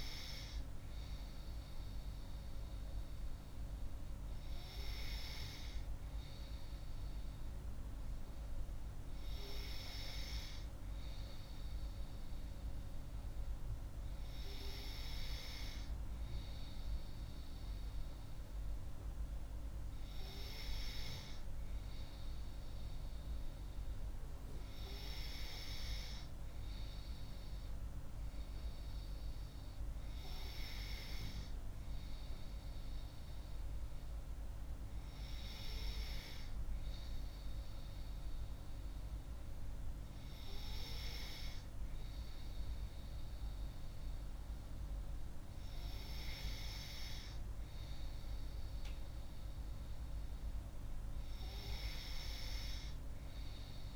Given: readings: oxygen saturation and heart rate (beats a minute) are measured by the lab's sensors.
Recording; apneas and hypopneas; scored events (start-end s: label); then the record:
breathing in sleep by a room microphone; none
none scored
From the record:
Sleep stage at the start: N3 (deep sleep); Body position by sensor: on the left side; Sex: female